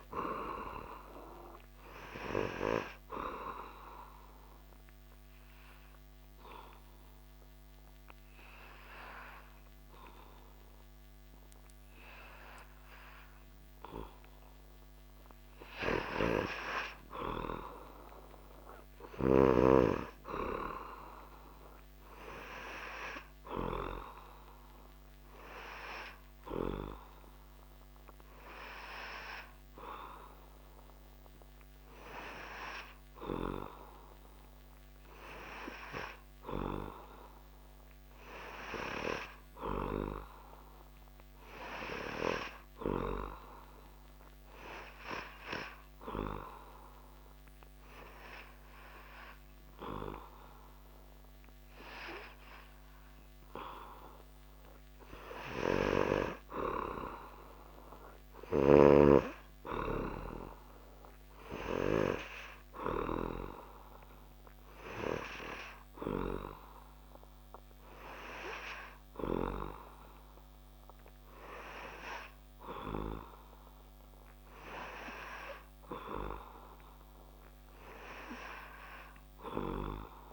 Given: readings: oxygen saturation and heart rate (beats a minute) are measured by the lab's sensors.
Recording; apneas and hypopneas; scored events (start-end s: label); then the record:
breathing in sleep by a microphone on the trachea; 2
4.00-15.00 s: obstructive apnea (oxygen 98% before, 94% lowest)
11.00-28.00 s: oxygen desaturation (device-marked, oxygen 99% before, 94% lowest)
17.00-20.00 s: arousal
42.50-55.00 s: hypopnea (oxygen 99% before, 95% lowest)
58.00-61.50 s: arousal
From the record:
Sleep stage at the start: N3 (deep sleep); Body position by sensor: on the back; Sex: male